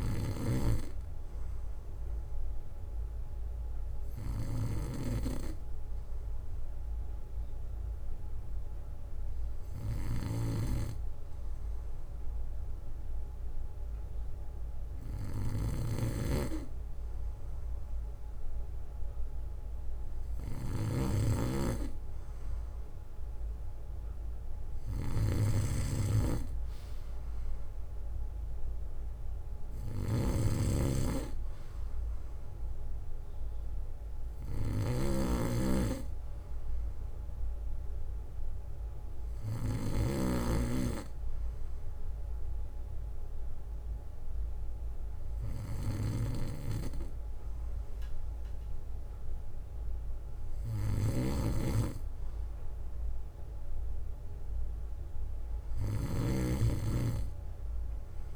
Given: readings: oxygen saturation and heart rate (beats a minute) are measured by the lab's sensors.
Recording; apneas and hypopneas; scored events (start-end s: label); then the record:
breathing in sleep by a room microphone; 1
2.50-16.00 s: hypopnea (oxygen 95% before, 93% lowest, heart rate 63 before, 57 extreme, up 5 after)
6.00-8.00 s: bradycardia (device-marked, heart rate 62 before, 67 extreme)
10.00-12.00 s: bradycardia (device-marked, heart rate 62 before, 59 extreme)
10.00-40.50 s: snoring (device-marked)
15.00-17.00 s: bradycardia (device-marked, heart rate 62 before, 63 extreme)
20.50-24.00 s: arousal
27.00-29.00 s: bradycardia (device-marked, heart rate 62 before, 60 extreme)
44.00-47.00 s: bradycardia (device-marked, heart rate 62 before, 62 extreme)
51.00-58.36 s: snoring (device-marked)
From the record:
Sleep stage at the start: N2 (light sleep); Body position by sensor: on the back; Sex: male